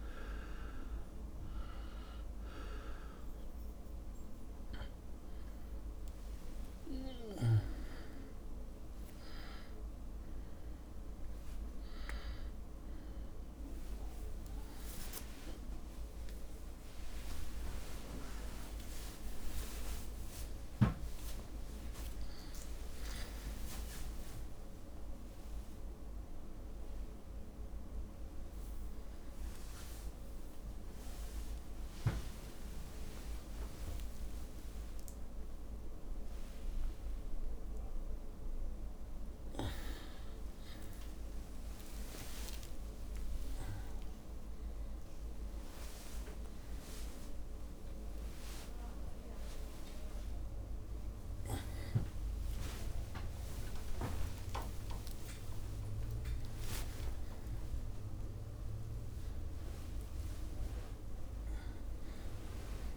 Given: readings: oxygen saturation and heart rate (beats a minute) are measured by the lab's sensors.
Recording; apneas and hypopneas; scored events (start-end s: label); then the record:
a person awake in a sleep study, by a room microphone; none
0.00-21.50 s: oxygen desaturation (device-marked, oxygen 88% lowest, heart rate 57 extreme)
6.00-8.00 s: long interval between heartbeats (device-marked, heart rate 61 before, 70 extreme)
8.50-9.50 s: drop in pulse transit time (device-marked, heart rate 63 before, 80 extreme)
9.00-11.00 s: long interval between heartbeats (device-marked, heart rate 63 before, 80 extreme)
11.50-33.50 s: drop in pulse transit time (device-marked, heart rate 66 before, 64 extreme)
19.00-21.00 s: long interval between heartbeats (device-marked, heart rate 69 before, 73 extreme)
26.00-28.00 s: long interval between heartbeats (device-marked, heart rate 73 before, 66 extreme)
31.50-33.50 s: long interval between heartbeats (device-marked, heart rate 70 before, 69 extreme)
34.50-36.50 s: long interval between heartbeats (device-marked, heart rate 71 before, 102 extreme)
41.00-43.00 s: long interval between heartbeats (device-marked, heart rate 81 before, 73 extreme)
43.50-45.50 s: long interval between heartbeats (device-marked, heart rate 83 before, 111 extreme)
45.50-47.50 s: long interval between heartbeats (device-marked, heart rate 88 before, 129 extreme)
49.50-51.50 s: long interval between heartbeats (device-marked, heart rate 100 before, 130 extreme)
49.50-60.50 s: drop in pulse transit time (device-marked, heart rate 100 before, 78 extreme)
54.00-56.00 s: long interval between heartbeats (device-marked, heart rate 115 before, 138 extreme)
56.50-58.50 s: long interval between heartbeats (device-marked, heart rate 120 before, 117 extreme)
59.50-61.50 s: long interval between heartbeats (device-marked, heart rate 121 before, 78 extreme)
From the record:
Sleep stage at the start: awake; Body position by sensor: on the back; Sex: male